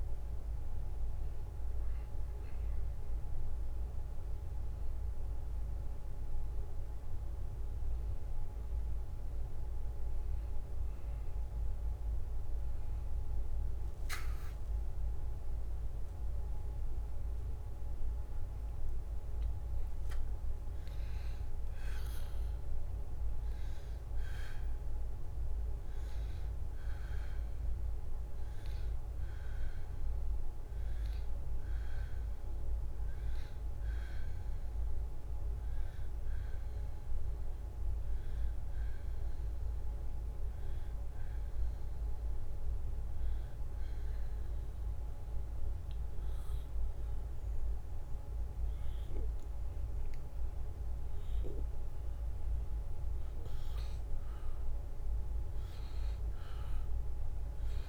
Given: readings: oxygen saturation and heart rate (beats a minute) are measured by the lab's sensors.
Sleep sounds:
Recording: breathing in sleep, hard to hear, by a room microphone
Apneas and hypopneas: 1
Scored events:
0.00-5.00 s: drop in pulse transit time (device-marked, heart rate 73 extreme)
0.00-19.00 s: oxygen desaturation (device-marked, oxygen 90% lowest, heart rate 71 extreme)
19.00-25.00 s: arousal
33.00-52.00 s: obstructive apnea (oxygen 95% before, 90% lowest, heart rate 75 before, 71 extreme, up 0 after)
55.00-57.89 s: arousal
From the record:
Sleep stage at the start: N2 (light sleep)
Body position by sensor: on the back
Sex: male

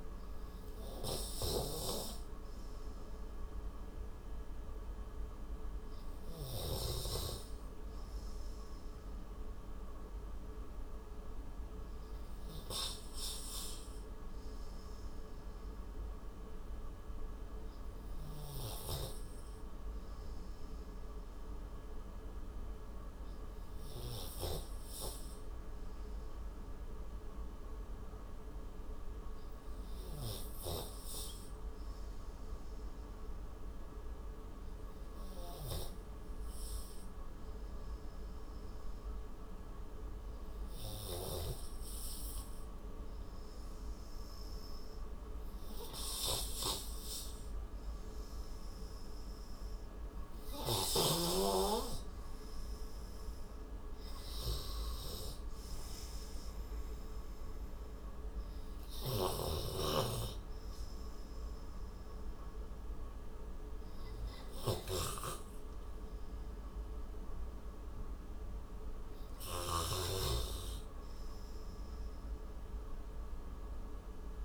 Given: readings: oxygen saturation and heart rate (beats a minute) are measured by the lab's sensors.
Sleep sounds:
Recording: breathing in sleep by a room microphone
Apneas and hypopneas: 1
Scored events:
0.00-6.00 s: oxygen desaturation (device-marked, oxygen 92% lowest, heart rate 32 extreme)
13.50-47.00 s: obstructive apnea (oxygen 97% before, 91% lowest)
42.00-67.00 s: oxygen desaturation (device-marked, oxygen 95% before, 91% lowest)
48.50-51.50 s: arousal
From the record:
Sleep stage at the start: N2 (light sleep)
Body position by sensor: on the right side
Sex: male

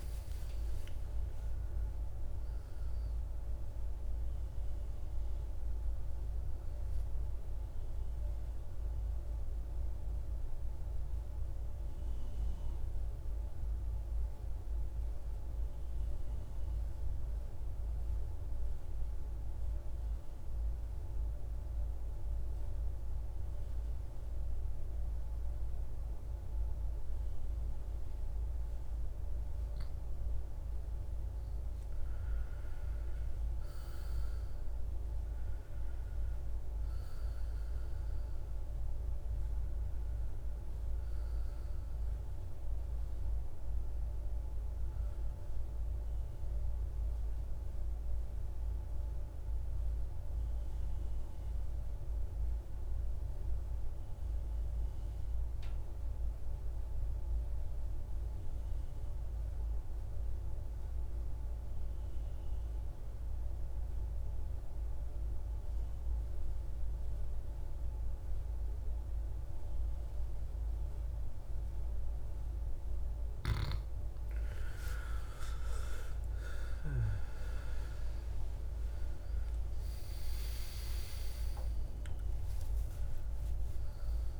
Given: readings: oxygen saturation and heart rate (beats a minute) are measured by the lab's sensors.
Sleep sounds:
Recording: breathing in sleep, hard to hear, by a room microphone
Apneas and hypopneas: 2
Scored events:
0.00-9.00 s: oxygen desaturation (device-marked, oxygen 88% lowest, heart rate 52 extreme)
12.00-29.00 s: mixed apnea (oxygen 98% before, 87% lowest, heart rate 66 before, 52 extreme, up 10 after)
30.50-34.50 s: arousal
34.00-58.00 s: oxygen desaturation (device-marked, oxygen 98% before, 89% lowest, heart rate 55 before, 56 extreme)
52.00-72.50 s: mixed apnea (oxygen 98% before, 84% lowest, heart rate 61 before, 56 extreme, up 14 after)
71.00-84.40 s: oxygen desaturation (device-marked, oxygen 98% before, 84% lowest, heart rate 57 before, 54 extreme)
74.00-78.00 s: arousal
From the record:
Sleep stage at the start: N2 (light sleep)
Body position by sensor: on the back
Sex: male

